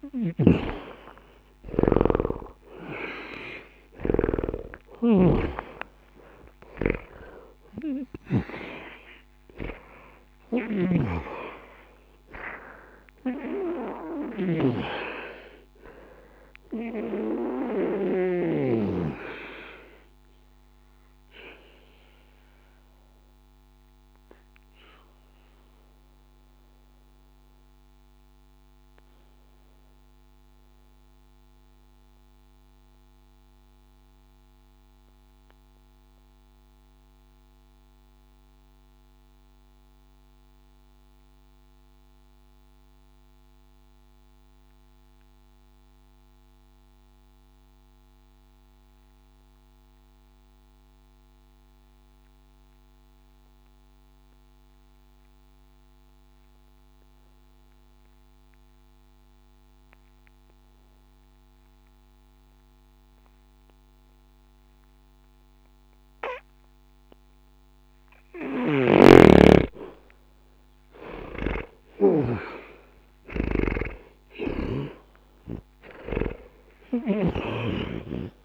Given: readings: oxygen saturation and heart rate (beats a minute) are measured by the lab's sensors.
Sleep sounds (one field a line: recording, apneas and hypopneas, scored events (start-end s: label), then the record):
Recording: breathing in sleep by a microphone on the trachea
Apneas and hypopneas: 1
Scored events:
0.00-3.00 s: arousal
0.00-11.00 s: snoring (device-marked)
0.00-43.00 s: oxygen desaturation (device-marked, oxygen 76% lowest, heart rate 60 extreme)
19.00-67.50 s: obstructive apnea (oxygen 97% before, 76% lowest, heart rate 100 before, 60 extreme, up 0 after)
62.00-78.45 s: oxygen desaturation (device-marked, oxygen 98% before, 76% lowest, heart rate 60 before, 60 extreme)
68.50-73.50 s: snoring (device-marked)
71.50-76.00 s: arousal
From the record:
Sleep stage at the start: N2 (light sleep)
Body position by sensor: on the back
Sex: male